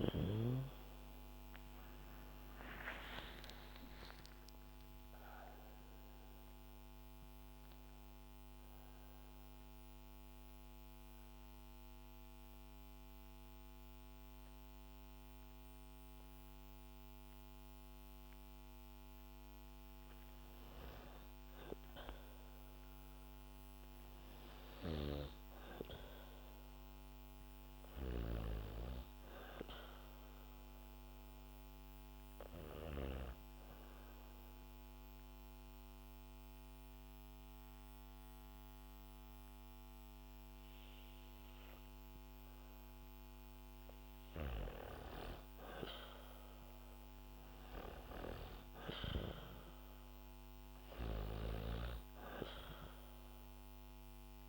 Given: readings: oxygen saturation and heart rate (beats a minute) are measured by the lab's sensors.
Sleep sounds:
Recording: breathing in sleep by a microphone on the trachea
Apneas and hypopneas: 2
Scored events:
2.00-7.00 s: arousal
3.00-23.00 s: oxygen desaturation (device-marked, oxygen 98% before, 93% lowest, heart rate 68 before, 62 extreme)
9.00-19.00 s: central apnea (oxygen 98% before, 93% lowest, heart rate 70 before, 62 extreme, up 4 after)
22.50-27.00 s: arousal
31.00-43.00 s: hypopnea (oxygen 99% before, 95% lowest, heart rate 65 before, 61 extreme, up 2 after)
45.50-50.00 s: arousal
50.00-54.49 s: oxygen desaturation (device-marked, oxygen 98% before, 95% lowest, heart rate 65 before, 61 extreme)
From the record:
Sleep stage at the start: N2 (light sleep)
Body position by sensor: on the back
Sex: female

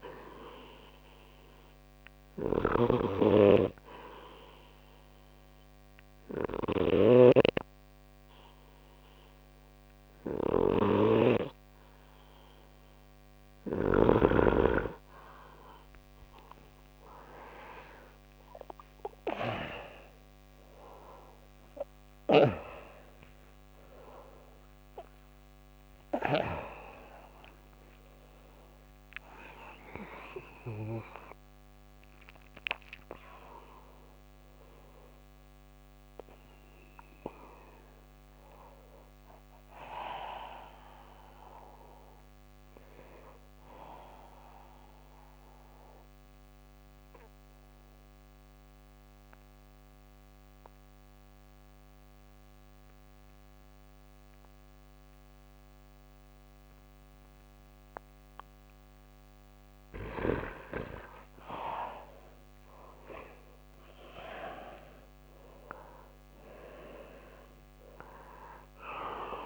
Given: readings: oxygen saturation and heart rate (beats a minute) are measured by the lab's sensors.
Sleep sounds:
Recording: breathing in sleep by a microphone on the trachea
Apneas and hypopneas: 2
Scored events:
0.00-20.00 s: snoring (device-marked)
4.50-14.50 s: obstructive apnea (oxygen 94% before, 91% lowest)
17.00-21.50 s: arousal
44.50-58.00 s: obstructive apnea (oxygen 94% before, 90% lowest, heart rate 101 before, 52 extreme, up 25 after)
61.50-66.00 s: arousal
From the record:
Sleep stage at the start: N2 (light sleep)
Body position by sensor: on the right side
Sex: male

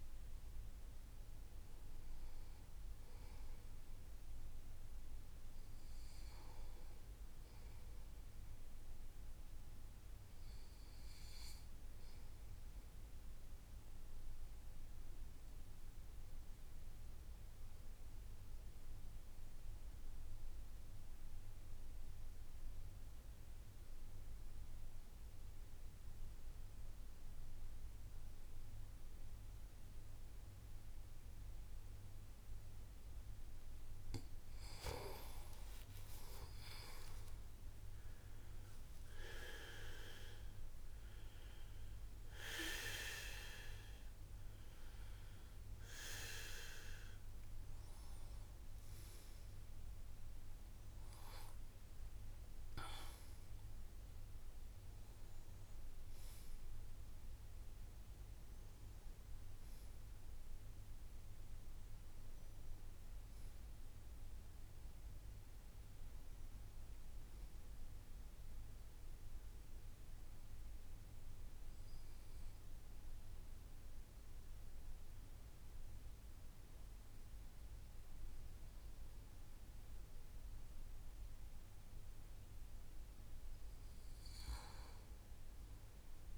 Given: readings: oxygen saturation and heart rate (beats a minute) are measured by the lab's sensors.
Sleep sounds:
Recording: breathing in sleep by a room microphone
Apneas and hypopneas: 2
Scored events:
12.50-33.00 s: obstructive apnea (oxygen 96% before, 89% lowest, heart rate 58 before, 58 extreme, up 5 after)
31.00-65.00 s: oxygen desaturation (device-marked, oxygen 94% before, 89% lowest, heart rate 58 before, 55 extreme)
35.00-39.50 s: arousal
67.50-79.50 s: hypopnea (oxygen 96% before, 91% lowest, heart rate 61 before, 55 extreme, up 3 after)
81.00-85.50 s: arousal
From the record:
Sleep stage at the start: N2 (light sleep)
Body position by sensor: on the right side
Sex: male

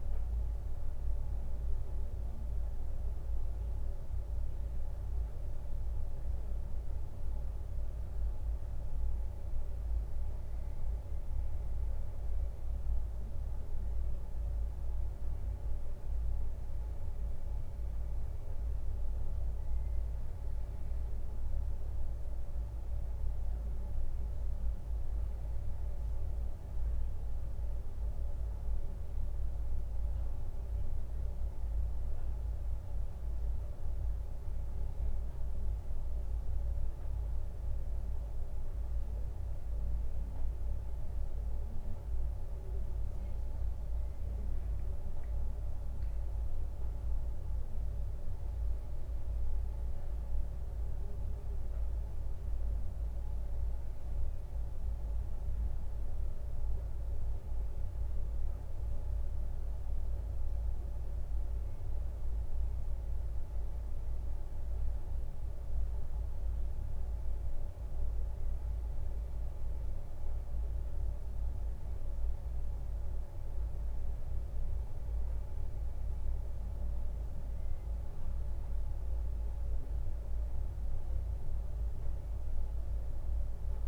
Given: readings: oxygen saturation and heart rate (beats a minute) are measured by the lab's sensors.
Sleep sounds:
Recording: breathing in sleep, hard to hear, by a room microphone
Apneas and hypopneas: none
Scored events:
46.00-83.88 s: new sleep stage, N1 (lightest sleep)
From the record:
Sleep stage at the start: N2 (light sleep)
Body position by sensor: on the right side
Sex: male

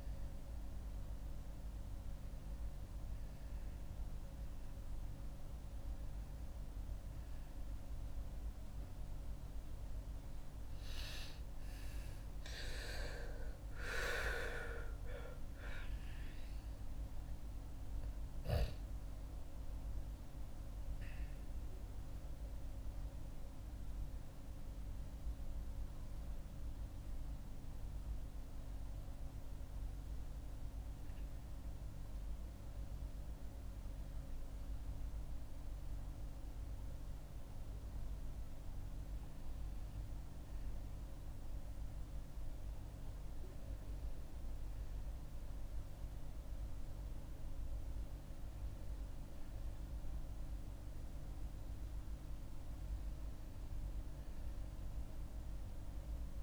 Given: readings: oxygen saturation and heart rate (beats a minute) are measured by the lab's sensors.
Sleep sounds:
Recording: a person partly awake in a sleep study, hard to hear, by a room microphone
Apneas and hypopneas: 1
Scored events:
22.50-56.43 s: new sleep stage, N1 (lightest sleep)
25.50-39.00 s: central apnea (oxygen 95% before, 94% lowest, heart rate 65 before, 55 extreme, up 6 after)
42.50-46.50 s: arousal
From the record:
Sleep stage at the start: awake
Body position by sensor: on the back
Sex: female

